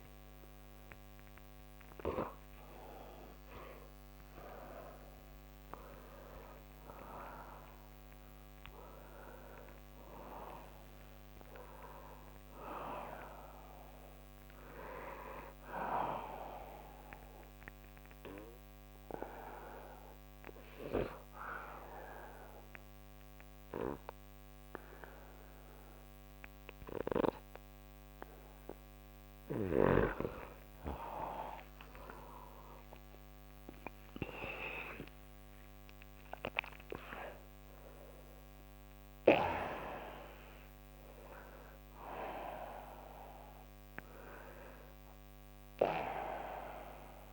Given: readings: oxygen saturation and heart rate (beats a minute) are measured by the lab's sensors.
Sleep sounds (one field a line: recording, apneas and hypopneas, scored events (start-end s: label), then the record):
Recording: a person partly awake in a sleep study, by a microphone on the trachea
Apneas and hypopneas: 1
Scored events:
4.50-47.33 s: new sleep stage, N2 (light sleep)
17.00-29.50 s: obstructive apnea (oxygen 96% before, 92% lowest, heart rate 63 before, 66 extreme)
29.50-34.00 s: snoring (device-marked)
31.00-35.00 s: arousal
43.50-47.33 s: snoring (device-marked)
From the record:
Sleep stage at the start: awake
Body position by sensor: on the right side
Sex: male